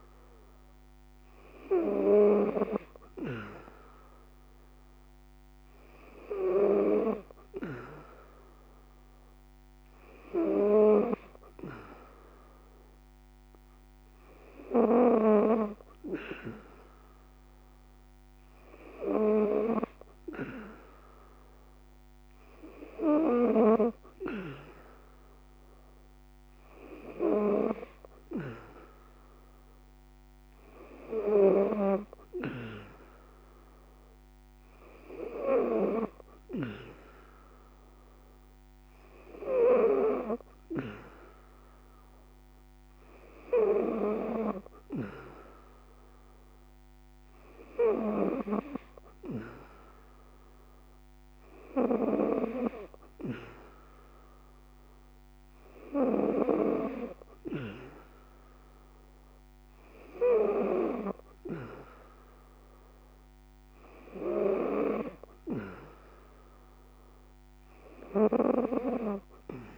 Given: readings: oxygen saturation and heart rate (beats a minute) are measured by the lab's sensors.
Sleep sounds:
breathing in sleep by a microphone on the trachea; none
none scored
From the record:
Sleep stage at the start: N3 (deep sleep); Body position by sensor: on the back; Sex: female

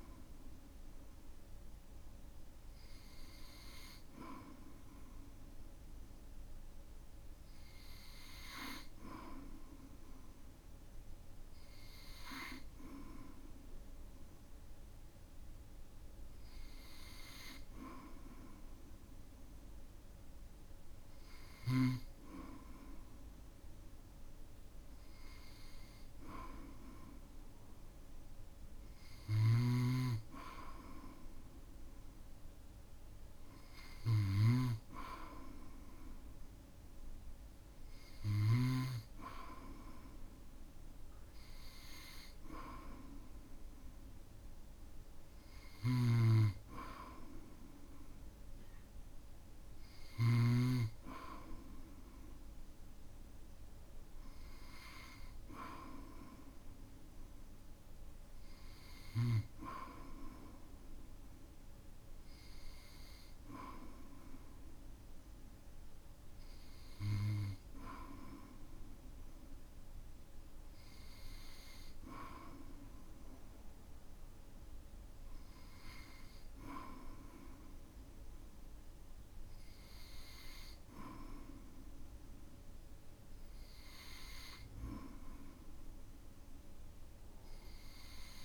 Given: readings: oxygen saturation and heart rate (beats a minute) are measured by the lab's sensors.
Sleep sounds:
breathing in sleep by a room microphone; none
29.00-39.00 s: snoring (device-marked)
45.50-50.50 s: snoring (device-marked)
From the record:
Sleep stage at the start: N2 (light sleep); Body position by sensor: on the back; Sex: male

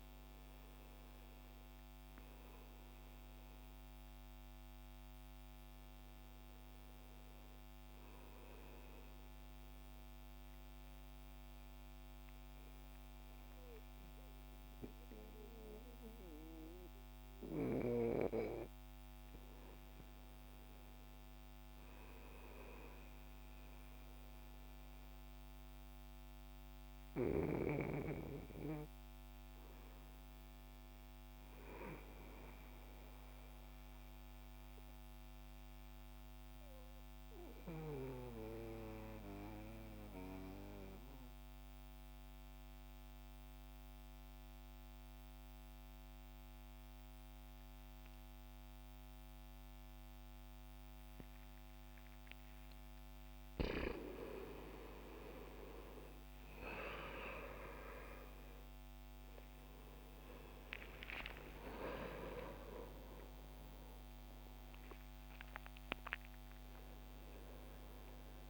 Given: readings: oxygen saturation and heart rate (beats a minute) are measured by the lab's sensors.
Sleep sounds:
breathing in sleep by a microphone on the trachea; 2
0.00-19.00 s: oxygen desaturation (device-marked, oxygen 91% lowest, heart rate 65 extreme)
1.50-5.50 s: arousal
9.00-19.00 s: mixed apnea (oxygen 97% before, 82% lowest, heart rate 75 before, 65 extreme, up 3 after)
20.50-23.50 s: arousal
31.00-38.00 s: oxygen desaturation (device-marked, oxygen 93% before, 90% lowest, heart rate 67 before, 65 extreme)
31.50-52.50 s: obstructive apnea (oxygen 94% before, 81% lowest, heart rate 67 before, 65 extreme, up 3 after)
52.00-68.50 s: oxygen desaturation (device-marked, oxygen 93% before, 81% lowest, heart rate 67 before, 63 extreme)
56.50-61.50 s: arousal
From the record:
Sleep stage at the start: N2 (light sleep); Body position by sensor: on the back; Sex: male

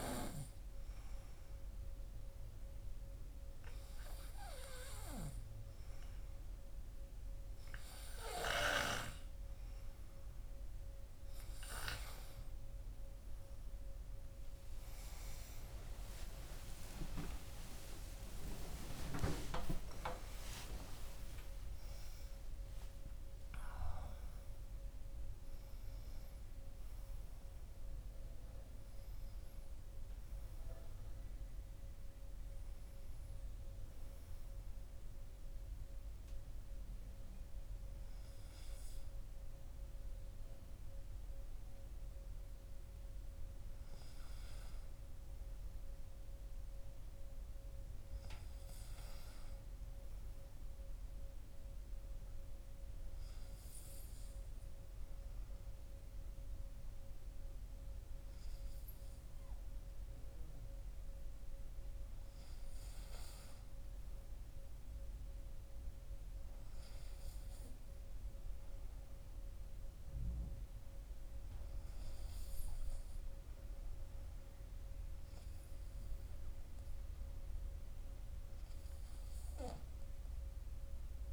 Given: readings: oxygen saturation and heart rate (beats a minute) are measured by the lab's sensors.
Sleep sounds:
breathing in sleep by a room microphone; none
15.00-22.50 s: arousal
From the record:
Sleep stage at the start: N2 (light sleep); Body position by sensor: on the back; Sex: male

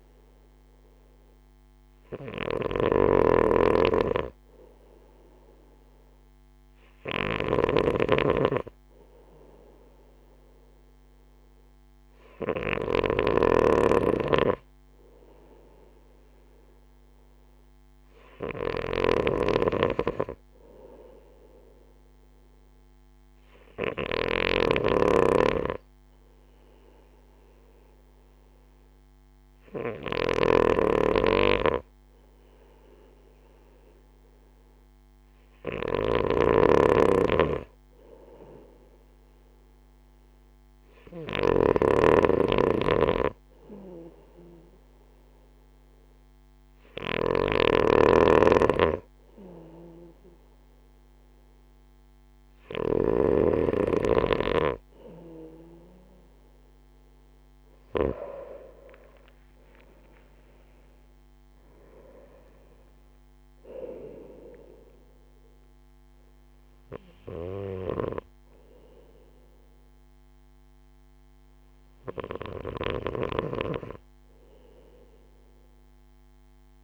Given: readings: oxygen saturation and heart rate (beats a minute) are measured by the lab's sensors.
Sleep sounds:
breathing in sleep by a microphone on the trachea; none
0.00-53.00 s: snoring (device-marked)
72.50-76.84 s: snoring (device-marked)
From the record:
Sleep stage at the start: N2 (light sleep); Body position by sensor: on the right side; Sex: male

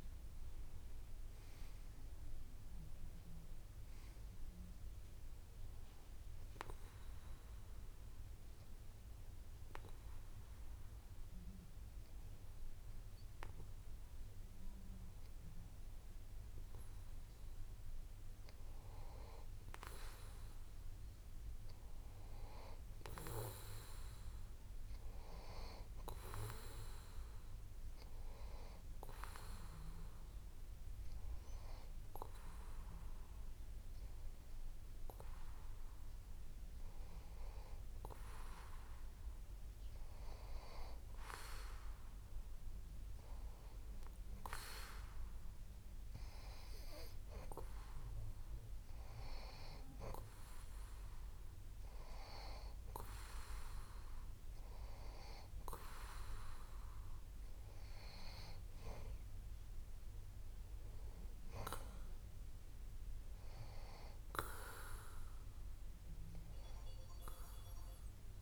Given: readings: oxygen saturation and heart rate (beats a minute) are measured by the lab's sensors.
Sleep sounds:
breathing in sleep by a room microphone; 2
7.00-18.00 s: hypopnea (oxygen 95% before, 91% lowest)
20.50-24.00 s: arousal
28.50-40.00 s: hypopnea (oxygen 94% before, 91% lowest)
43.50-47.00 s: arousal
From the record:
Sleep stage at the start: N2 (light sleep); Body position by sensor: on the back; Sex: male

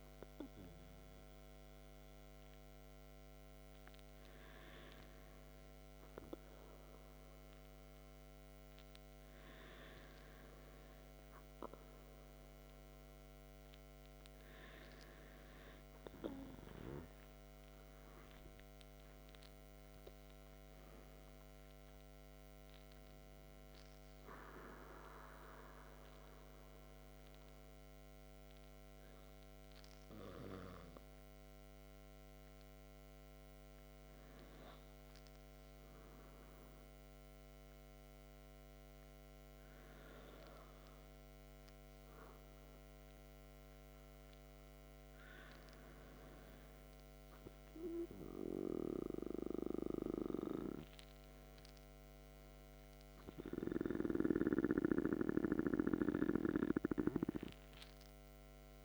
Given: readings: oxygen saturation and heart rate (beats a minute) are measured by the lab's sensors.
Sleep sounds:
breathing in sleep by a microphone on the trachea; none
19.00-22.50 s: arousal
From the record:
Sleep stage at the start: N2 (light sleep); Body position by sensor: on the back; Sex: male

